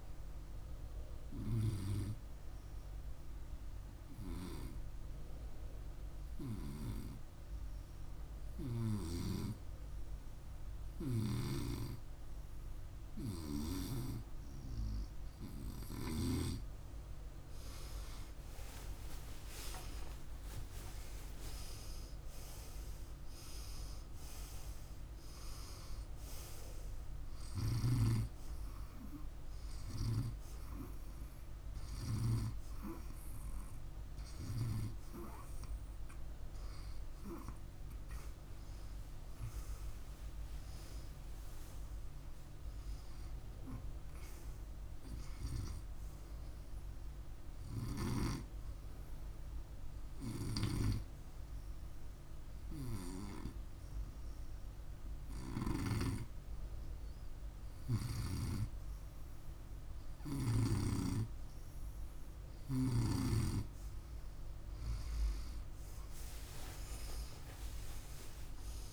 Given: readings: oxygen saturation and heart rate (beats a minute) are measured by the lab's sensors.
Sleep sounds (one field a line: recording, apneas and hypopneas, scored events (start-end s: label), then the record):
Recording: breathing in sleep by a room microphone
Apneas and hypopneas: 2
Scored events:
1.00-14.50 s: hypopnea (oxygen 99% before, 96% lowest, heart rate 54 before, 50 extreme, up 10 after)
17.50-23.00 s: arousal
47.00-60.00 s: hypopnea (oxygen 100% before, 92% lowest, heart rate 52 before, 49 extreme, up 2 after)
55.00-60.00 s: snoring (device-marked)
66.00-68.93 s: arousal
From the record:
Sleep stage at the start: N2 (light sleep)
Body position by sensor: on the right side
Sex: male